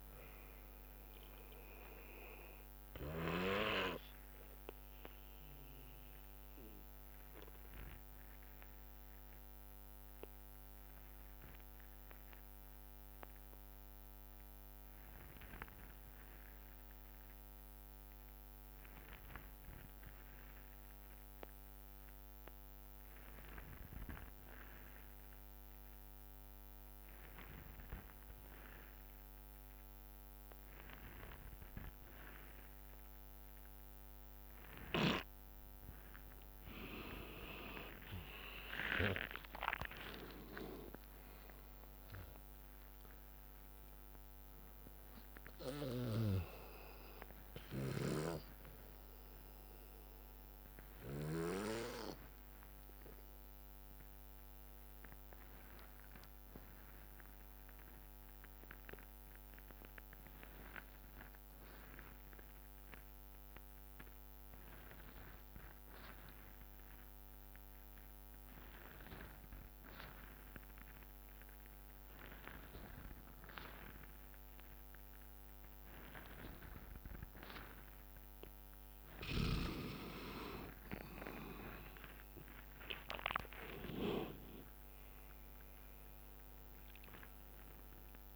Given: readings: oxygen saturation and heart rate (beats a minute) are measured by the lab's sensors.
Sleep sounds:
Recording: breathing in sleep by a microphone on the trachea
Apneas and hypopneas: 2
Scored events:
0.00-5.50 s: drop in pulse transit time (device-marked, heart rate 64 extreme)
0.00-14.50 s: oxygen desaturation (device-marked, oxygen 84% lowest, heart rate 57 extreme)
3.50-9.50 s: bradycardia (device-marked, heart rate 65 before, 57 extreme)
3.50-36.50 s: obstructive apnea (oxygen 99% before, 84% lowest, heart rate 69 before, 58 extreme, up 12 after)
32.50-56.50 s: oxygen desaturation (device-marked, oxygen 99% before, 86% lowest, heart rate 62 before, 58 extreme)
38.00-43.00 s: arousal
38.50-50.50 s: drop in pulse transit time (device-marked, heart rate 62 before, 65 extreme)
51.50-79.00 s: obstructive apnea (oxygen 99% before, 86% lowest, heart rate 67 before, 58 extreme, up 14 after)
60.50-63.50 s: bradycardia (device-marked, heart rate 65 before, 60 extreme)
65.50-67.50 s: bradycardia (device-marked, heart rate 65 before, 59 extreme)
74.50-88.36 s: oxygen desaturation (device-marked, oxygen 99% before, 87% lowest, heart rate 61 before, 58 extreme)
79.50-88.36 s: drop in pulse transit time (device-marked, heart rate 61 before, 65 extreme)
81.50-86.00 s: arousal
From the record:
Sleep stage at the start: N2 (light sleep)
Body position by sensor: on the back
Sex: male

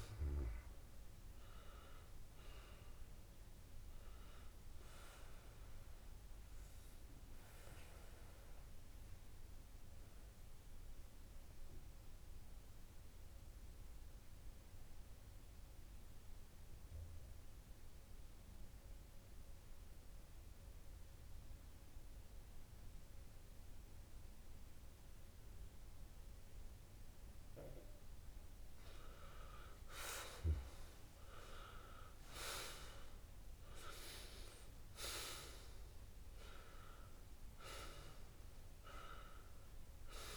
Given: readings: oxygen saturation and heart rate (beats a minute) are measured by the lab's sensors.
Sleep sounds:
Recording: breathing in sleep by a room microphone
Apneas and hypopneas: 1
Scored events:
6.50-28.50 s: obstructive apnea (oxygen 98% before, 95% lowest)
8.50-40.37 s: new sleep stage, N2 (light sleep)
18.50-34.50 s: tachycardia (device-marked)
23.00-25.00 s: long interval between heartbeats (device-marked)
26.50-28.50 s: long interval between heartbeats (device-marked, heart rate 39 before, 101 extreme)
30.50-34.00 s: arousal
From the record:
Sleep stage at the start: N1 (lightest sleep)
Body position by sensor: on the back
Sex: male

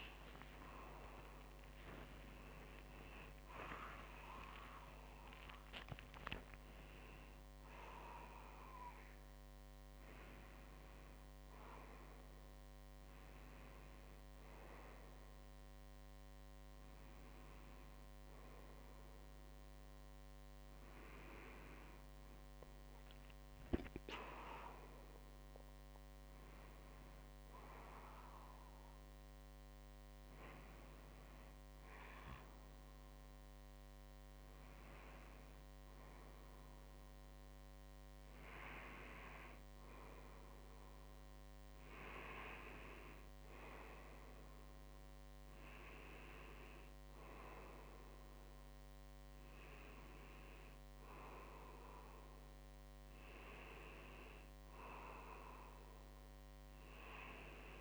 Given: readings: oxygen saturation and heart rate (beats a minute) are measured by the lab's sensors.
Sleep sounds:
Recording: a person partly awake in a sleep study, by a microphone on the trachea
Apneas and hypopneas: none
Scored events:
0.00-6.50 s: tachycardia (device-marked, heart rate 189 extreme)
12.50-57.81 s: new sleep stage, N1 (lightest sleep)
From the record:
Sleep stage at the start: awake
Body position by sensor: on the front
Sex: male

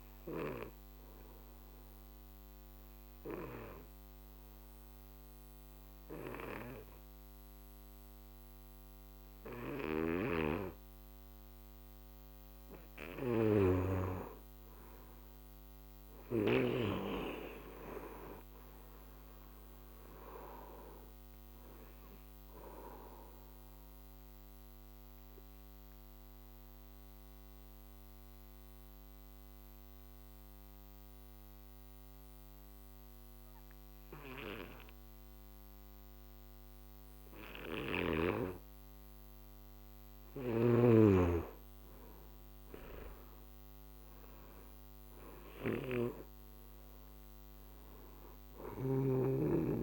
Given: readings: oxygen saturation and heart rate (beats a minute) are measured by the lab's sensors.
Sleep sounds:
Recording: breathing in sleep by a microphone on the trachea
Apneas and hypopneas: 2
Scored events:
0.00-12.00 s: oxygen desaturation (device-marked, oxygen 96% before, 91% lowest, heart rate 62 before, 47 extreme)
0.50-13.00 s: obstructive apnea (oxygen 98% before, 88% lowest, heart rate 62 before, 47 extreme, up 32 after)
9.50-16.50 s: snoring (device-marked)
15.00-18.00 s: arousal
19.00-43.00 s: oxygen desaturation (device-marked, oxygen 97% before, 89% lowest, heart rate 57 before, 47 extreme)
23.50-40.00 s: mixed apnea (oxygen 97% before, 86% lowest, heart rate 60 before, 47 extreme, up 22 after)
40.00-49.83 s: snoring (device-marked)
44.00-47.50 s: arousal
From the record:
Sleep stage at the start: N2 (light sleep)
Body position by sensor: on the back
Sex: male

